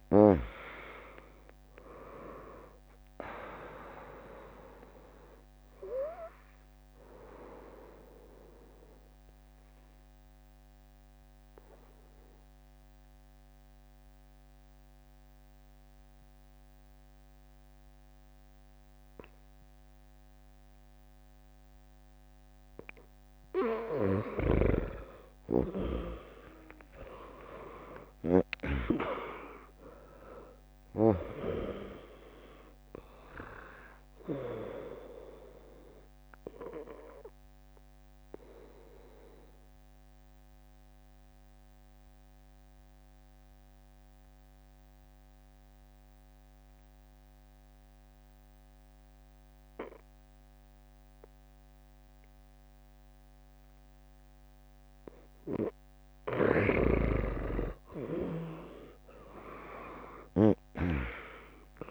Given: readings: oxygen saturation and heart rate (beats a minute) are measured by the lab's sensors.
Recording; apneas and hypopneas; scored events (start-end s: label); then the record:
breathing in sleep by a microphone on the trachea; 2
0.00-7.00 s: drop in pulse transit time (device-marked, heart rate 60 extreme)
0.00-21.00 s: oxygen desaturation (device-marked, oxygen 95% lowest, heart rate 59 extreme)
7.00-9.00 s: bradycardia (device-marked, heart rate 75 before, 67 extreme)
9.50-23.00 s: obstructive apnea (oxygen 99% before, 95% lowest, heart rate 71 before, 61 extreme, up 8 after)
25.50-30.50 s: arousal
29.00-46.00 s: drop in pulse transit time (device-marked, heart rate 62 before, 68 extreme)
37.00-56.00 s: mixed apnea (oxygen 99% before, 95% lowest, heart rate 68 before, 55 extreme, up 15 after)
47.00-58.00 s: bradycardia (device-marked, heart rate 75 before, 55 extreme)
60.00-61.91 s: arousal
From the record:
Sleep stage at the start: N2 (light sleep); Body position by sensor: on the right side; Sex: female